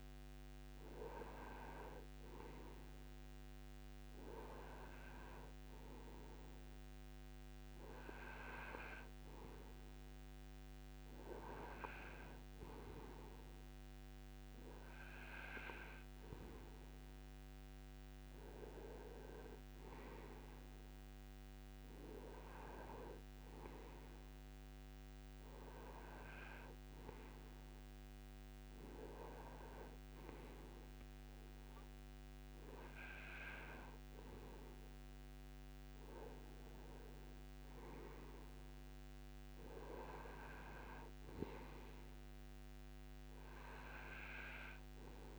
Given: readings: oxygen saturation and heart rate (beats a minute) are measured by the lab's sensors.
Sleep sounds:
breathing in sleep by a microphone on the trachea; none
0.00-11.00 s: oxygen desaturation (device-marked, oxygen 90% lowest)
From the record:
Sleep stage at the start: N2 (light sleep); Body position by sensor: on the right side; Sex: male

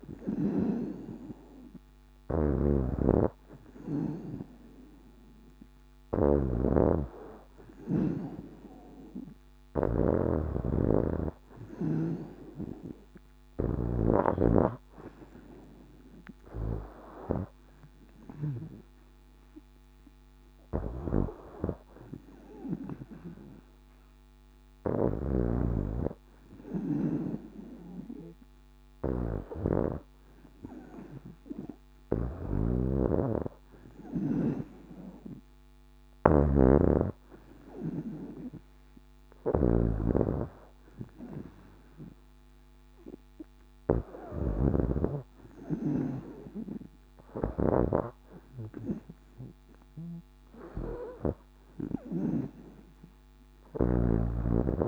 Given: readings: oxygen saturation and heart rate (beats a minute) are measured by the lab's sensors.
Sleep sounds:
breathing in sleep by a microphone on the trachea; none
0.00-1.00 s: oxygen desaturation (device-marked, oxygen 92% lowest, heart rate 56 extreme)
0.00-18.50 s: snoring (device-marked)
20.50-52.00 s: snoring (device-marked)
From the record:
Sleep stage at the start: N2 (light sleep); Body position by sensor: on the back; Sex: female

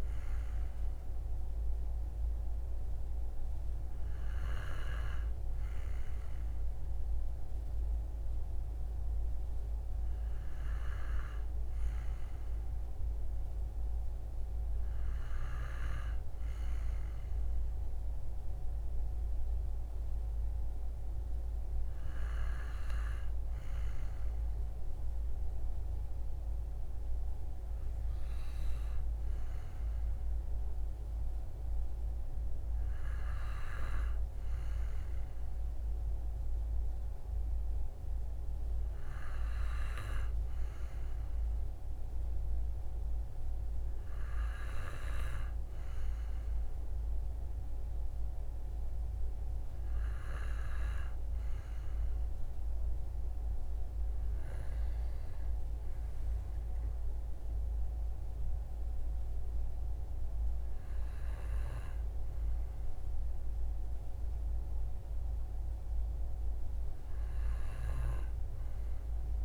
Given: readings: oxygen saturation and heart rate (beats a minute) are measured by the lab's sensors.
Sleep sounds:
breathing in sleep by a room microphone; none
none scored
From the record:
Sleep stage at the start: N2 (light sleep); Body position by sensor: on the right side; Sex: male

